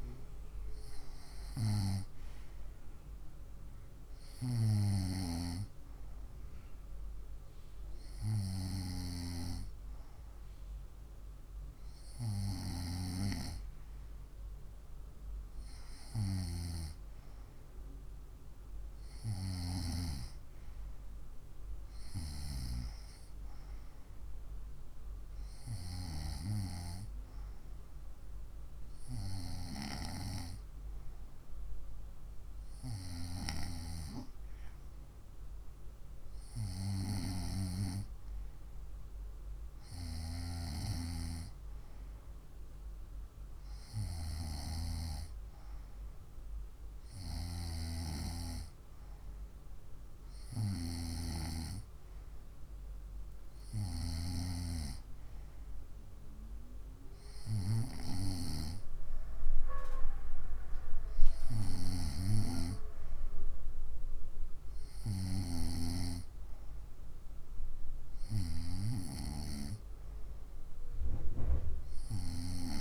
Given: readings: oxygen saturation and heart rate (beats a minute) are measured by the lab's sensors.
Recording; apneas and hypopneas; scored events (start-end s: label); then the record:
breathing in sleep by a room microphone; none
none scored
From the record:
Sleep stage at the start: N2 (light sleep); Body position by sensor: on the right side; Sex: female